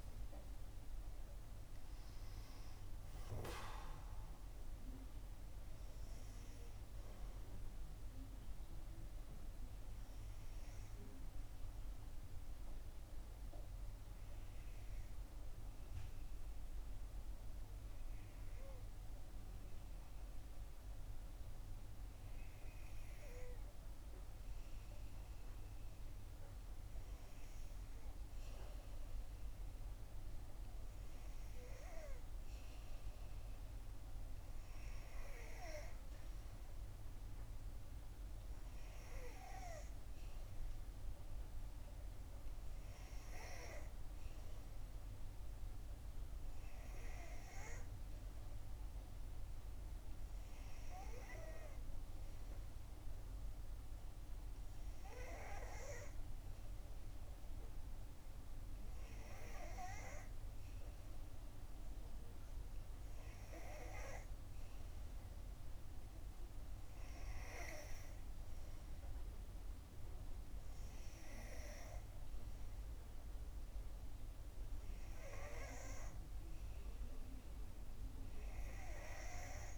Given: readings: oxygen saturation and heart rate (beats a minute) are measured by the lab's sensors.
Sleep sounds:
breathing in sleep by a room microphone; 1
0.00-20.00 s: oxygen desaturation (device-marked, oxygen 89% lowest, heart rate 60 extreme)
12.00-24.50 s: hypopnea (oxygen 94% before, 89% lowest, heart rate 66 before, 58 extreme, up 3 after)
27.50-32.00 s: arousal
From the record:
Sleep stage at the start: N2 (light sleep); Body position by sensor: on the back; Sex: female

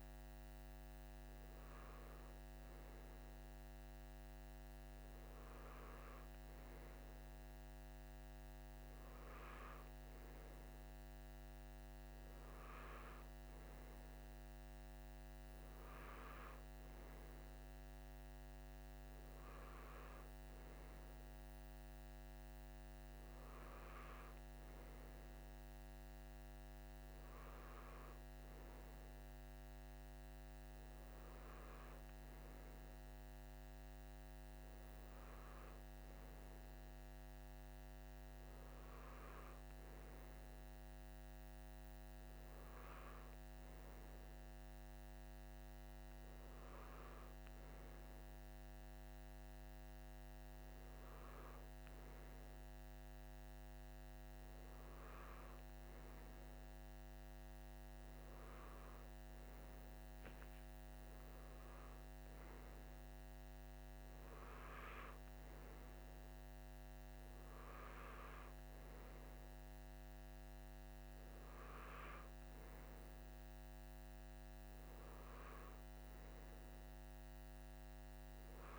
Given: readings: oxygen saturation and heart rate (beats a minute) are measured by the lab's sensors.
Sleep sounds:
breathing in sleep, hard to hear, by a microphone on the trachea; none
none scored
From the record:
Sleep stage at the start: N2 (light sleep); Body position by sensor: on the right side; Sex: male

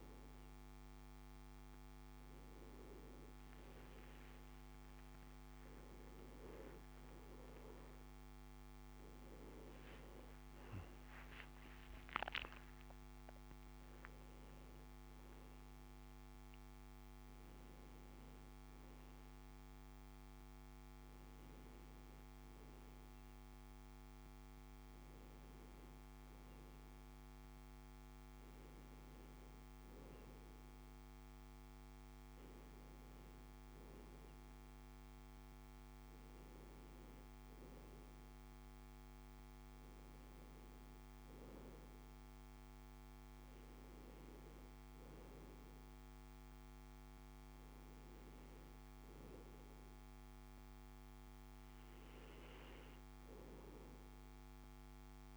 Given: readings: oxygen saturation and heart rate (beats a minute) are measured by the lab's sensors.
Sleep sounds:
breathing in sleep, hard to hear, by a microphone on the trachea; none
6.50-10.50 s: arousal
From the record:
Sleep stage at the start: N2 (light sleep); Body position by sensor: on the back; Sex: male

